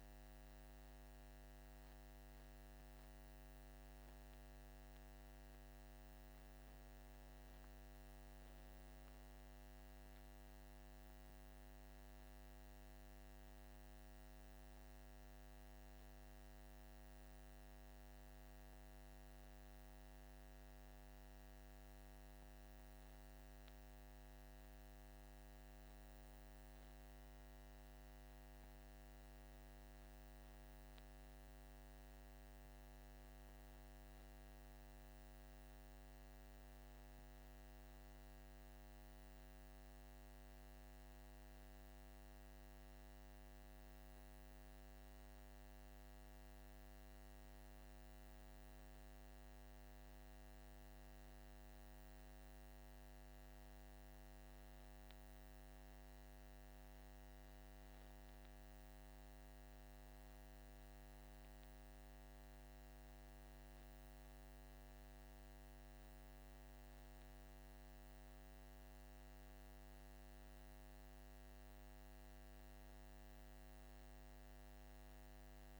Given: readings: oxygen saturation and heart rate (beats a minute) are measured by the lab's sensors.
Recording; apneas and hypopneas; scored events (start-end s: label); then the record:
breathing in sleep, hard to hear, by a microphone on the trachea; none
none scored
From the record:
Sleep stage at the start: N1 (lightest sleep); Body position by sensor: on the back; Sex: male